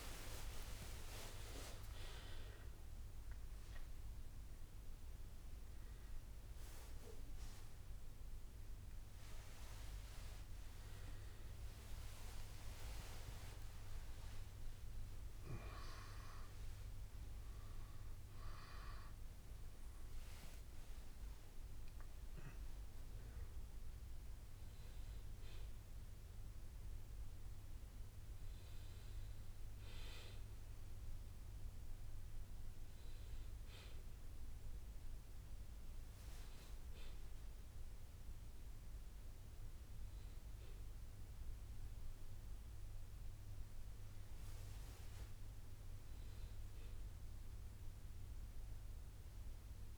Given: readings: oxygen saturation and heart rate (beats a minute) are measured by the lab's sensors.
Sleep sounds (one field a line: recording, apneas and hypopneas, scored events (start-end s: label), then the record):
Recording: a person awake in a sleep study, by a room microphone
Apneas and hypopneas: none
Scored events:
0.00-1.50 s: long interval between heartbeats (device-marked, heart rate 99 extreme)
12.50-14.50 s: long interval between heartbeats (device-marked, heart rate 79 before, 76 extreme)
29.00-49.98 s: new sleep stage, N1 (lightest sleep)
From the record:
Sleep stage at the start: awake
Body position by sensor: on the back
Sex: male